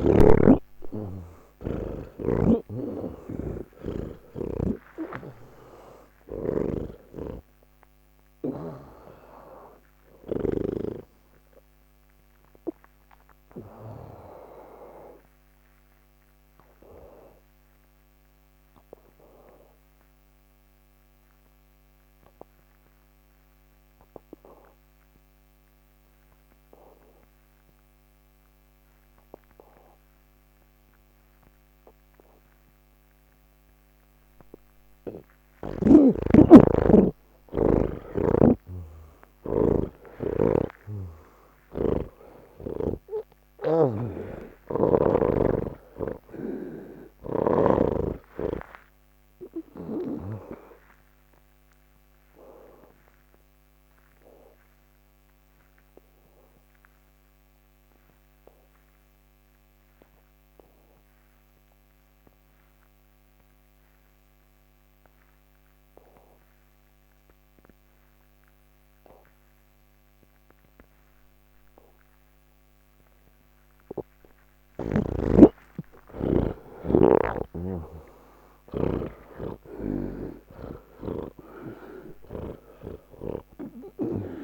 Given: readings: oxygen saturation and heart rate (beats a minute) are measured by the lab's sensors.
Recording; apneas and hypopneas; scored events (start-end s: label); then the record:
breathing in sleep by a microphone on the trachea; 2
0.00-2.50 s: oxygen desaturation (device-marked, oxygen 88% lowest, heart rate 58 extreme)
0.00-10.50 s: snoring (device-marked)
11.50-29.50 s: oxygen desaturation (device-marked, oxygen 90% before, 77% lowest, heart rate 110 before, 75 extreme)
16.00-36.50 s: obstructive apnea (oxygen 97% before, 77% lowest, heart rate 127 before, 75 extreme)
38.00-45.00 s: snoring (device-marked)
43.50-62.50 s: oxygen desaturation (device-marked, oxygen 97% before, 85% lowest, heart rate 129 before, 95 extreme)
52.50-71.00 s: obstructive apnea (oxygen 98% before, 82% lowest, heart rate 108 before, 110 extreme, up 30 after)
71.50-84.44 s: oxygen desaturation (device-marked, oxygen 98% before, 83% lowest, heart rate 131 before, 92 extreme)
74.50-79.00 s: snoring (device-marked)
From the record:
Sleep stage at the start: N3 (deep sleep); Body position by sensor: on the back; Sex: male